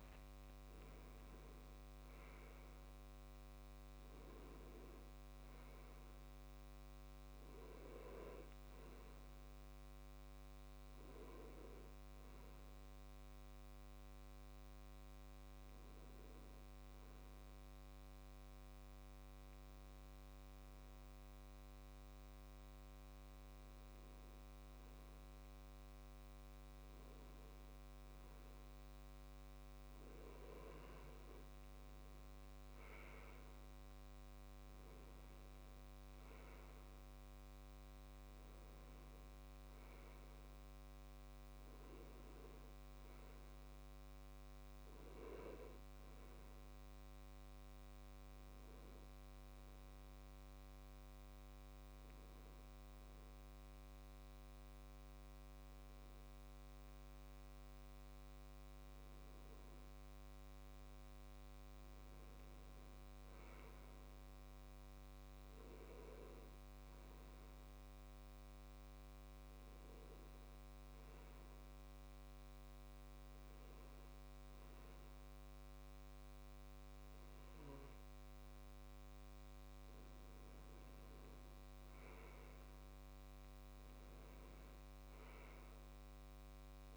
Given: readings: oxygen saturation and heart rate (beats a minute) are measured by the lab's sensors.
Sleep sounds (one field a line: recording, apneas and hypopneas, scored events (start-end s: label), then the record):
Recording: breathing in sleep, hard to hear, by a microphone on the trachea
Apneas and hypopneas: 3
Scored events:
0.00-2.00 s: arousal
13.50-27.00 s: hypopnea (oxygen 97% before, 96% lowest, heart rate 71 before, 63 extreme, up 12 after)
33.00-37.00 s: arousal
47.50-59.50 s: hypopnea (oxygen 98% before, 96% lowest, heart rate 72 before, 64 extreme, up 8 after)
61.50-65.00 s: arousal
68.50-79.50 s: hypopnea (oxygen 98% before, 96% lowest, heart rate 69 before, 65 extreme, up 13 after)
78.50-86.97 s: new sleep stage, awake
From the record:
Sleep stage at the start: N2 (light sleep)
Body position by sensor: on the left side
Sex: male